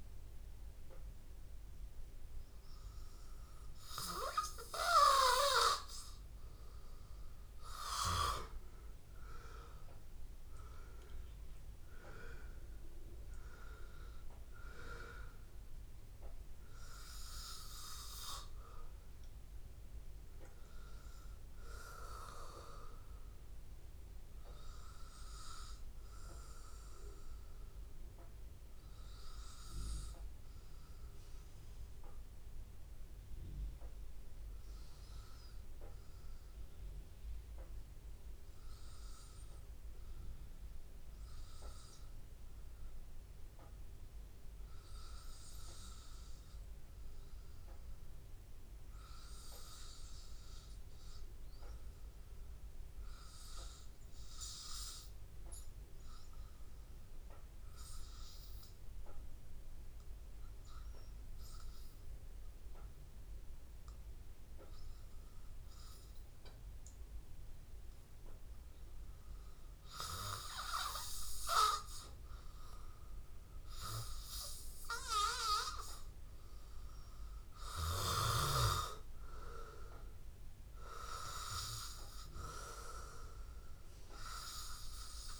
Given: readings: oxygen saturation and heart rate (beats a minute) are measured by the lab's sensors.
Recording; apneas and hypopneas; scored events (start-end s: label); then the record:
breathing in sleep by a room microphone; 1
0.00-28.00 s: oxygen desaturation (device-marked, oxygen 91% lowest, heart rate 82 extreme)
30.00-68.00 s: obstructive apnea (oxygen 99% before, 93% lowest, heart rate 85 before, 81 extreme, up 2 after)
51.00-85.40 s: oxygen desaturation (device-marked, oxygen 99% before, 93% lowest, heart rate 83 before, 81 extreme)
72.50-76.50 s: arousal
From the record:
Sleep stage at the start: N2 (light sleep); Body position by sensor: on the back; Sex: male